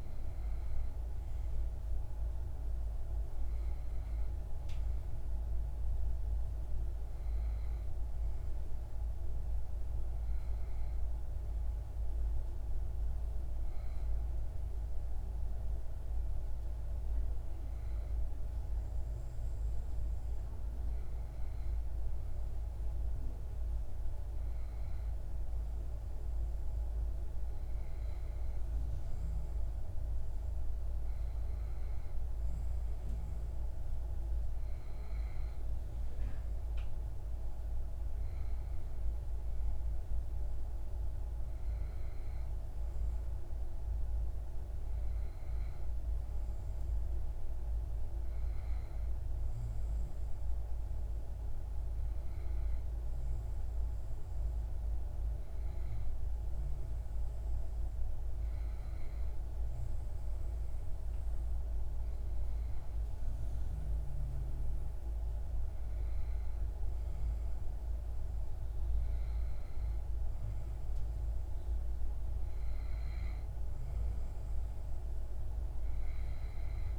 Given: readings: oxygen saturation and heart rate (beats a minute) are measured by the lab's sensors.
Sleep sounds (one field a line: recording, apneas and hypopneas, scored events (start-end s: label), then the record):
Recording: breathing in sleep, hard to hear, by a room microphone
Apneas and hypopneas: 1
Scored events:
32.50-76.98 s: new sleep stage, N2 (light sleep)
52.00-64.00 s: hypopnea (oxygen 95% before, 93% lowest)
66.50-71.50 s: arousal
From the record:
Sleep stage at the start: N1 (lightest sleep)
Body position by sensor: on the back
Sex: male